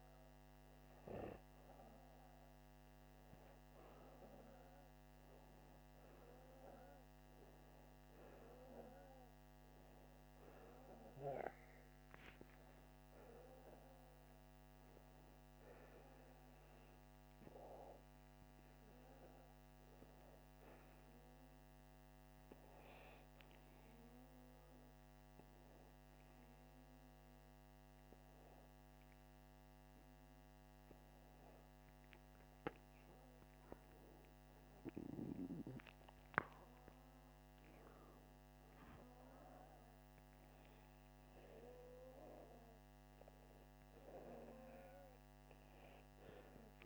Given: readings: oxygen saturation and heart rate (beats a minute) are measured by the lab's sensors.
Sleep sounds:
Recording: breathing in sleep by a microphone on the trachea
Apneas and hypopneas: 1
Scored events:
4.00-7.00 s: arousal
8.00-19.00 s: hypopnea (oxygen 97% before, 94% lowest, heart rate 83 before, 83 extreme, up 2 after)
21.50-25.00 s: arousal
From the record:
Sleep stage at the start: N2 (light sleep)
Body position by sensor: upright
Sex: male

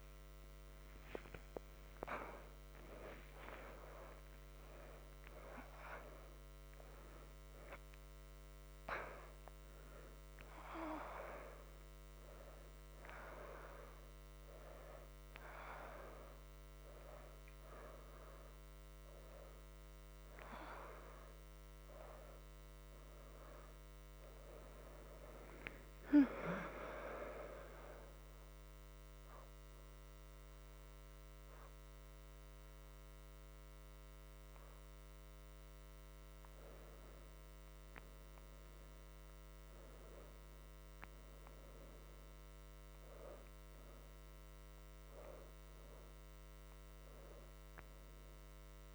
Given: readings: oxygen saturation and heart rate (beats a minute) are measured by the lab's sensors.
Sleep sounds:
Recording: a person partly awake in a sleep study, by a microphone on the trachea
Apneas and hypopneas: none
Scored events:
19.00-48.94 s: new sleep stage, N1 (lightest sleep)
28.00-48.00 s: oxygen desaturation (device-marked, oxygen 87% before, 83% lowest, heart rate 91 before, 75 extreme)
From the record:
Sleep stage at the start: awake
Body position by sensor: on the left side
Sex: female

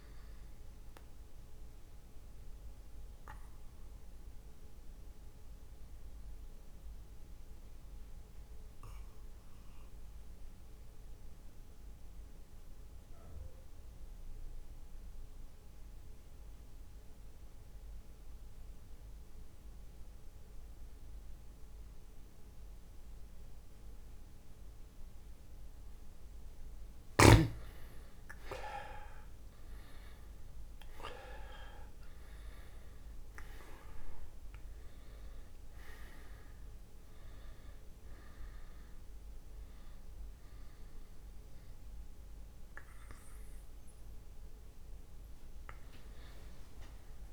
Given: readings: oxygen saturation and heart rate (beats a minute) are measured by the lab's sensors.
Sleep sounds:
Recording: breathing in sleep by a room microphone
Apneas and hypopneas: 1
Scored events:
2.50-25.50 s: mixed apnea (oxygen 100% before, 89% lowest)
9.50-23.50 s: oxygen desaturation (device-marked, oxygen 100% before, 96% lowest)
27.00-32.50 s: arousal
34.50-47.33 s: oxygen desaturation (device-marked, oxygen 98% before, 89% lowest)
From the record:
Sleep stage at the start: N2 (light sleep)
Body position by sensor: on the back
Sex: male

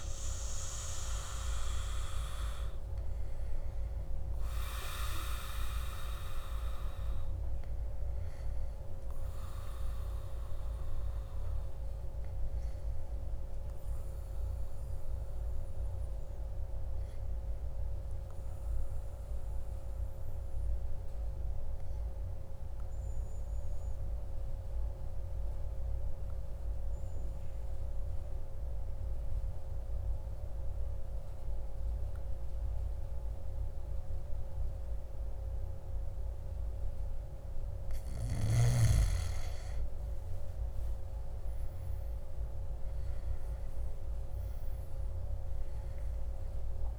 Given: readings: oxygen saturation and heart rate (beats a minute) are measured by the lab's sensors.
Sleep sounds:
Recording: breathing in sleep by a room microphone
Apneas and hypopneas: 1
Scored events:
0.00-9.00 s: oxygen desaturation (device-marked, oxygen 95% lowest, heart rate 54 extreme)
14.00-39.00 s: obstructive apnea (oxygen 99% before, 95% lowest, heart rate 58 before, 54 extreme, up 9 after)
41.50-45.50 s: arousal
44.00-46.99 s: oxygen desaturation (device-marked, oxygen 98% before, 95% lowest, heart rate 58 before, 54 extreme)
From the record:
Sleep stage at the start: N2 (light sleep)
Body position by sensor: on the back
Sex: male

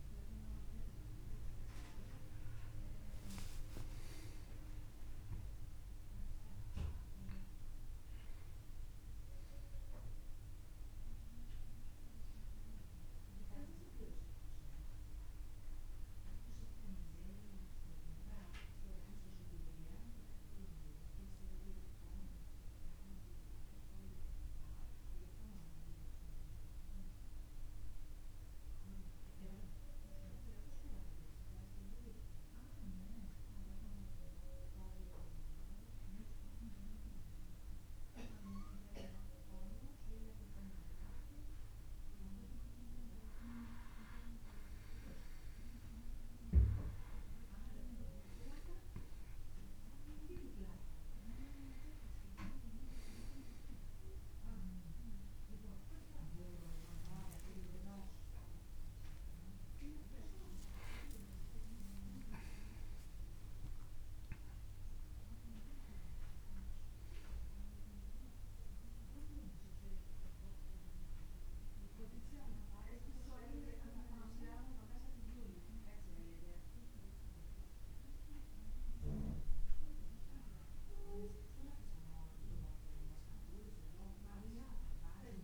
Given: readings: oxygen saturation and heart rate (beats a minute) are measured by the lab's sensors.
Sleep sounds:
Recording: a person partly awake in a sleep study, by a room microphone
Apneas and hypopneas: 1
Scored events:
25.00-27.00 s: tachycardia (device-marked, heart rate 66 before, 100 extreme)
30.00-85.43 s: new sleep stage, N1 (lightest sleep)
31.50-44.50 s: obstructive apnea (oxygen 98% before, 93% lowest, heart rate 84 before, 43 extreme)
36.00-40.00 s: tachycardia (device-marked, heart rate 72 before, 109 extreme)
47.00-51.00 s: arousal
51.00-73.00 s: oxygen desaturation (device-marked, oxygen 97% before, 93% lowest, heart rate 84 before, 41 extreme)
From the record:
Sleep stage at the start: awake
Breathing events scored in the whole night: 277 in 4.3 hours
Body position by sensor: on the back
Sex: male

